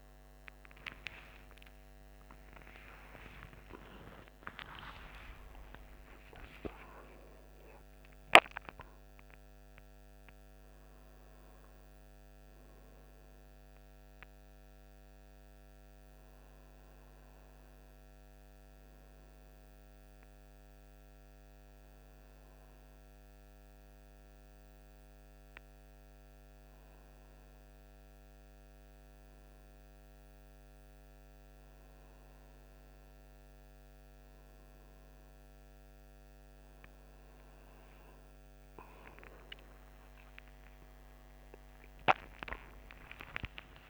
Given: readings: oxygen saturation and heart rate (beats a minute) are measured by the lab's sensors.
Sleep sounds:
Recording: a person awake in a sleep study, by a microphone on the trachea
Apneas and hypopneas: none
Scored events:
none scored
From the record:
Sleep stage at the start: awake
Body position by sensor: on the right side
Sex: male

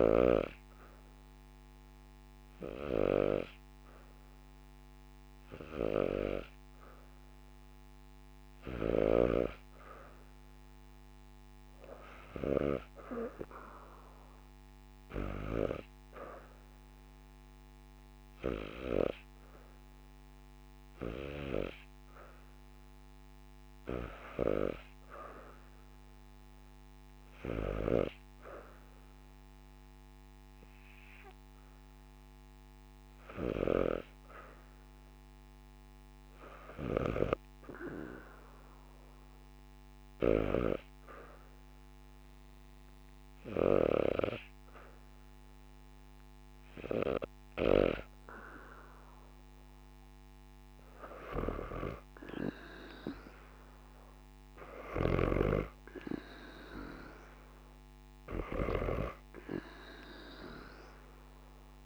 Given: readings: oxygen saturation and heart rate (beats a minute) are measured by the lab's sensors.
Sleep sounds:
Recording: breathing in sleep by a microphone on the trachea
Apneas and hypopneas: none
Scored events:
0.00-1.50 s: arousal
13.50-38.50 s: oxygen desaturation (device-marked, oxygen 95% before, 84% lowest, heart rate 76 before, 73 extreme)
54.50-58.00 s: arousal
54.50-61.86 s: snoring (device-marked)
59.50-61.86 s: oxygen desaturation (device-marked, oxygen 89% before, 86% lowest, heart rate 80 before, 68 extreme)
From the record:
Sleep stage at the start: REM sleep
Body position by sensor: on the back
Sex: female

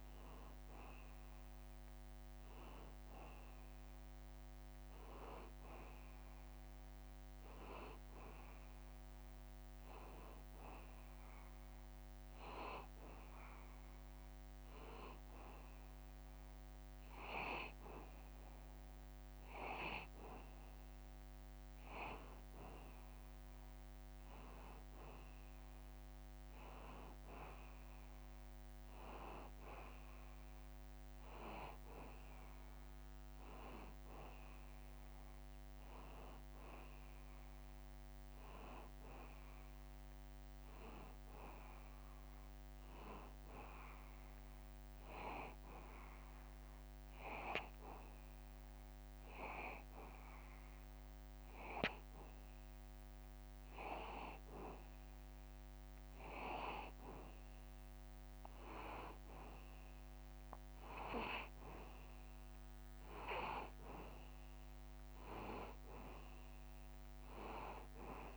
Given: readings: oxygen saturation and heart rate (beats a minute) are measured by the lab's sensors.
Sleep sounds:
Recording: breathing in sleep by a microphone on the trachea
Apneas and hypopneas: 1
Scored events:
3.00-5.00 s: long interval between heartbeats (device-marked, heart rate 82 before, 85 extreme)
37.50-41.00 s: arousal
44.50-54.50 s: hypopnea (oxygen 93% before, 90% lowest, heart rate 83 before, 82 extreme, up 0 after)
63.00-67.00 s: arousal
From the record:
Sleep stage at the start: N2 (light sleep)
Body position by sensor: on the back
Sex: male

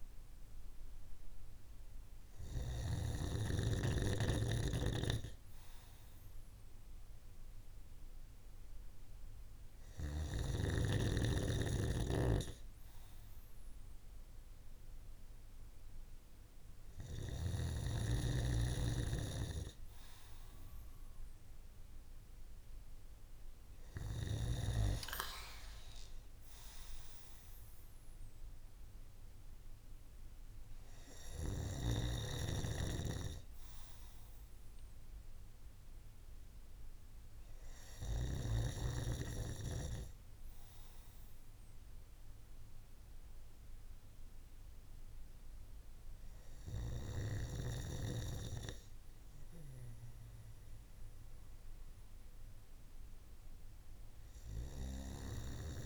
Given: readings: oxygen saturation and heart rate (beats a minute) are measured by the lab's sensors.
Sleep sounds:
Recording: breathing in sleep by a room microphone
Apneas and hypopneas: none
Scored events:
none scored
From the record:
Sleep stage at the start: N2 (light sleep)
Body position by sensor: on the right side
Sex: male

